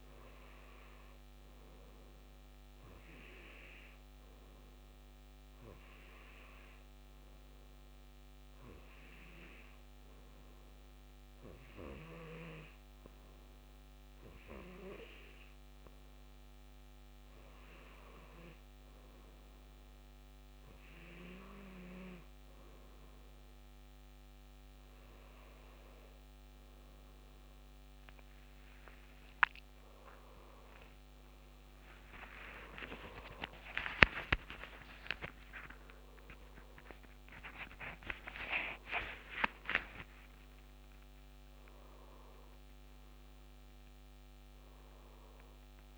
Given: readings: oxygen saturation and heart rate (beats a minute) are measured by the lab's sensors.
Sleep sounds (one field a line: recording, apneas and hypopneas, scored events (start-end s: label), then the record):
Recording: a person partly awake in a sleep study, by a microphone on the trachea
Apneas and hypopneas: 1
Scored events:
6.00-19.50 s: hypopnea (oxygen 93% before, 90% lowest, heart rate 77 before, 72 extreme, up 1 after)
31.50-45.98 s: new sleep stage, awake
32.50-38.50 s: snoring (device-marked)
From the record:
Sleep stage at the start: N2 (light sleep)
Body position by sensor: on the back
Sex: male